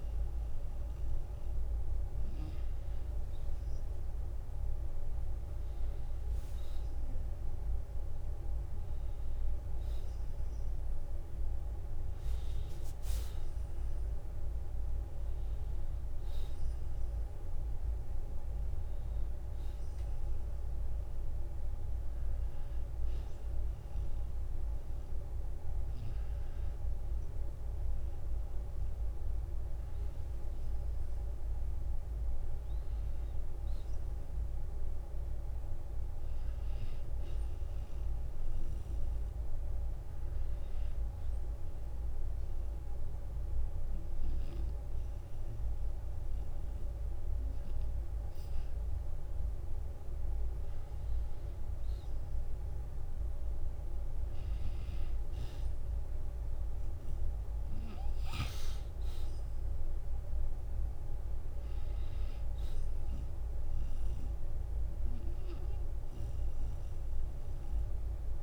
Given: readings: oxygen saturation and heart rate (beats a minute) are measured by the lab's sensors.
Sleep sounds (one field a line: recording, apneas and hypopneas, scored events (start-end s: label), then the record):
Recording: breathing in sleep, hard to hear, by a room microphone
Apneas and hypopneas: 1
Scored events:
0.00-1.00 s: long interval between heartbeats (device-marked, heart rate 62 extreme)
6.50-36.50 s: new sleep stage, N1 (lightest sleep)
12.00-17.00 s: arousal
34.50-36.50 s: long interval between heartbeats (device-marked, heart rate 60 before, 58 extreme)
36.50-68.43 s: new sleep stage, N2 (light sleep)
41.00-51.00 s: obstructive apnea (oxygen 94% before, 91% lowest, heart rate 60 before, 49 extreme, up 8 after)
54.50-56.50 s: long interval between heartbeats (device-marked, heart rate 58 before, 55 extreme)
54.50-59.50 s: arousal
From the record:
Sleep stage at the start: N2 (light sleep)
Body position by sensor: on the back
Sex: male